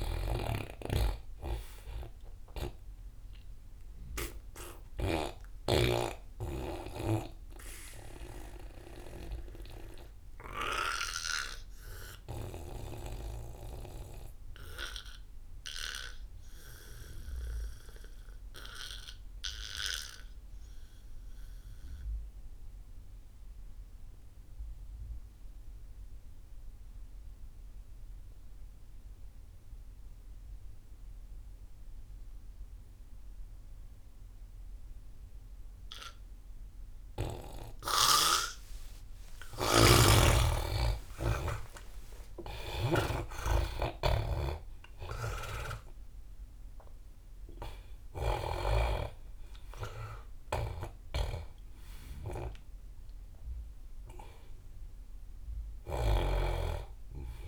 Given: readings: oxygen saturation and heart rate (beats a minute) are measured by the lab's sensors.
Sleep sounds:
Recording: breathing in sleep by a room microphone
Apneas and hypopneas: 1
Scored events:
0.00-5.50 s: snoring (device-marked)
0.00-14.00 s: oxygen desaturation (device-marked, oxygen 84% lowest)
7.50-39.50 s: obstructive apnea (oxygen 98% before, 76% lowest)
28.00-57.48 s: oxygen desaturation (device-marked, oxygen 99% before, 76% lowest)
40.00-43.50 s: snoring (device-marked)
40.00-44.50 s: arousal
From the record:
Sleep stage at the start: N2 (light sleep)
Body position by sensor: on the back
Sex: male

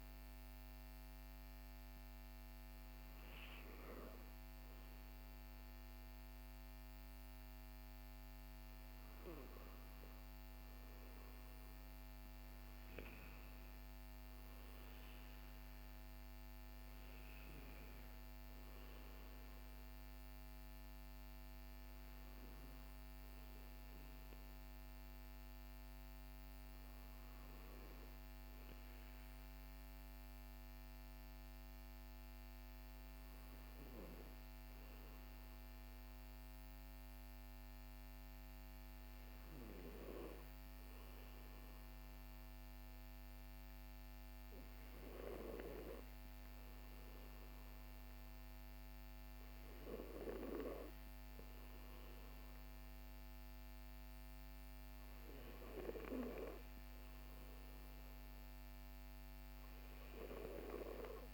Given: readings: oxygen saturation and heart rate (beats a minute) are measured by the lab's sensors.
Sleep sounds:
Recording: breathing in sleep by a microphone on the trachea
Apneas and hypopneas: none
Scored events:
none scored
From the record:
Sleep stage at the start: N2 (light sleep)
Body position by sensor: on the back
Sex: male

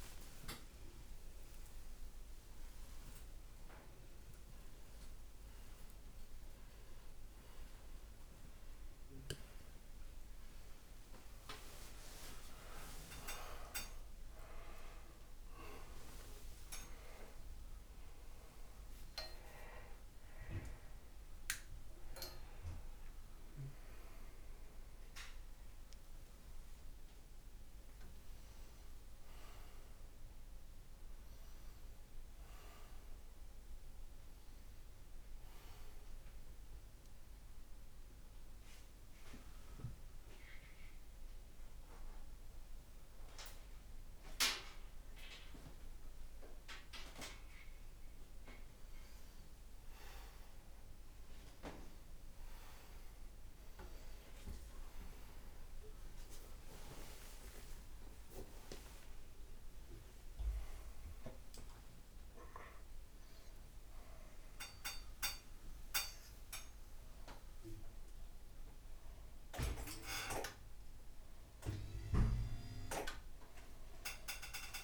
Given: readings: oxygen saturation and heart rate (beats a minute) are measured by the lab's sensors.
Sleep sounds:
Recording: a person awake in a sleep study, by a room microphone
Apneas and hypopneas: none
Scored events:
5.50-7.50 s: long interval between heartbeats (device-marked, heart rate 84 before, 98 extreme)
9.00-11.00 s: long interval between heartbeats (device-marked, heart rate 89 before, 126 extreme)
12.50-28.50 s: oxygen desaturation (device-marked, oxygen 98% before, 93% lowest, heart rate 99 before, 75 extreme)
22.00-24.00 s: long interval between heartbeats (device-marked, heart rate 104 before, 111 extreme)
24.50-26.50 s: long interval between heartbeats (device-marked, heart rate 108 before, 137 extreme)
27.00-29.00 s: long interval between heartbeats (device-marked, heart rate 113 before, 139 extreme)
39.50-41.50 s: long interval between heartbeats (device-marked, heart rate 103 before, 92 extreme)
46.00-48.00 s: long interval between heartbeats (device-marked, heart rate 96 before, 85 extreme)
50.50-64.50 s: oxygen desaturation (device-marked, oxygen 96% before, 92% lowest, heart rate 88 before, 80 extreme)
51.50-53.50 s: long interval between heartbeats (device-marked, heart rate 88 before, 106 extreme)
53.50-55.50 s: long interval between heartbeats (device-marked, heart rate 90 before, 110 extreme)
56.50-58.50 s: long interval between heartbeats (device-marked, heart rate 95 before, 119 extreme)
From the record:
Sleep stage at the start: awake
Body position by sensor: on the front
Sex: male

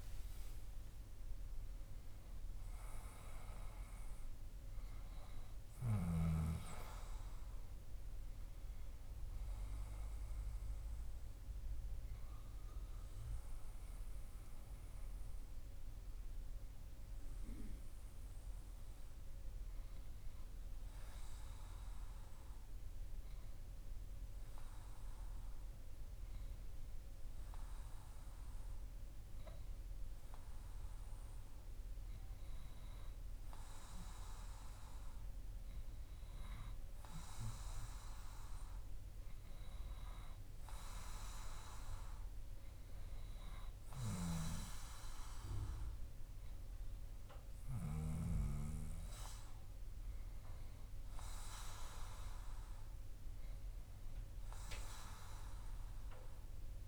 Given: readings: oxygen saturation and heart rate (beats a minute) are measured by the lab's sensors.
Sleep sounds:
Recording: breathing in sleep by a room microphone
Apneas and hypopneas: 1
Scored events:
16.50-33.50 s: hypopnea (oxygen 95% before, 95% lowest, heart rate 60 before, 59 extreme, up 1 after)
34.50-37.50 s: arousal
From the record:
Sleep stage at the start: N2 (light sleep)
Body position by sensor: on the back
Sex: male

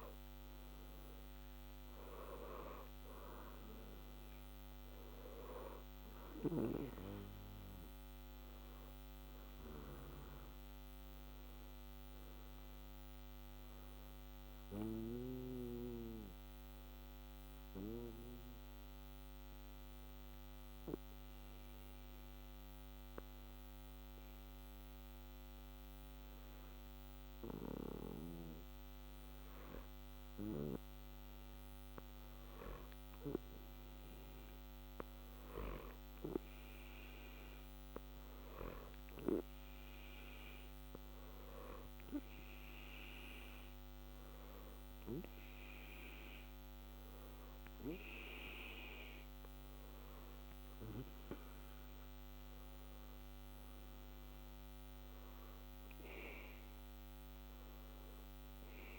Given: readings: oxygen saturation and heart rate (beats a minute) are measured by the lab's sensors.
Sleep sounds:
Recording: breathing in sleep by a microphone on the trachea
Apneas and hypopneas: 1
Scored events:
0.00-18.50 s: oxygen desaturation (device-marked, oxygen 89% lowest, heart rate 60 extreme)
15.50-32.50 s: obstructive apnea (oxygen 93% before, 89% lowest, heart rate 61 before, 60 extreme, up 1 after)
21.50-58.99 s: new sleep stage, N2 (light sleep)
34.50-39.50 s: arousal
42.50-57.50 s: oxygen desaturation (device-marked, oxygen 92% before, 89% lowest, heart rate 60 before, 60 extreme)
From the record:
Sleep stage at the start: N1 (lightest sleep)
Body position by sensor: on the back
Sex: male

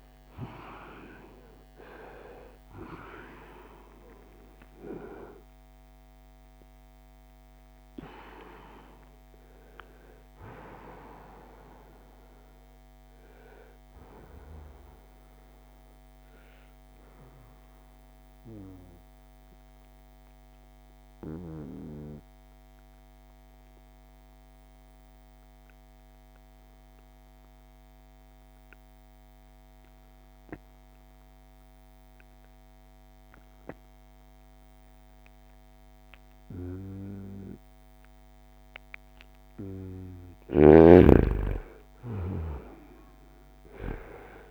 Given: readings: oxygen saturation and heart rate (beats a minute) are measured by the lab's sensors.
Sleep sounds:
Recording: breathing in sleep by a microphone on the trachea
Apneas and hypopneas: 1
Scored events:
0.00-1.00 s: arousal
0.00-21.50 s: oxygen desaturation (device-marked, oxygen 89% lowest, heart rate 66 extreme)
19.00-39.00 s: obstructive apnea (oxygen 95% before, 90% lowest, heart rate 81 before, 66 extreme, up 9 after)
41.00-44.50 s: arousal
42.50-44.50 s: oxygen desaturation (device-marked, oxygen 97% before, 91% lowest, heart rate 68 before, 59 extreme)
From the record:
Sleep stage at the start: N2 (light sleep)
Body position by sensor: on the right side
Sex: male

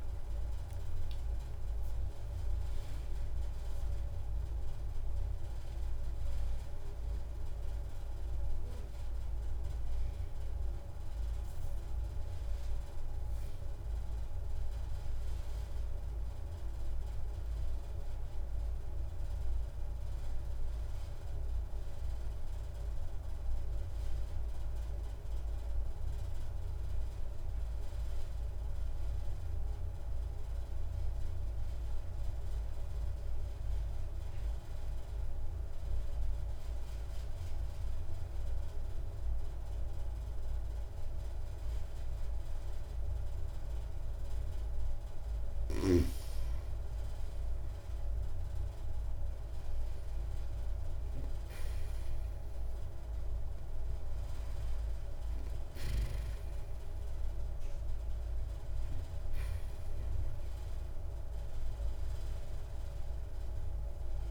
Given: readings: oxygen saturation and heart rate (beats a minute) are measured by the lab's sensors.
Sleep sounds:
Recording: breathing in sleep, hard to hear, by a room microphone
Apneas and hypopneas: 1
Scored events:
12.50-14.50 s: long interval between heartbeats (device-marked, heart rate 49 before, 26 extreme)
16.00-18.00 s: long interval between heartbeats (device-marked, heart rate 53 before, 25 extreme)
19.50-44.00 s: mixed apnea (oxygen 95% before, 90% lowest)
24.50-26.50 s: long interval between heartbeats (device-marked)
44.50-64.31 s: oxygen desaturation (device-marked, oxygen 96% before, 90% lowest)
47.00-50.50 s: arousal
47.50-49.50 s: long interval between heartbeats (device-marked)
52.00-54.00 s: long interval between heartbeats (device-marked)
56.00-58.00 s: long interval between heartbeats (device-marked)
60.00-62.00 s: long interval between heartbeats (device-marked)
From the record:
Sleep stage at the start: N2 (light sleep)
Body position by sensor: on the right side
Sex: female

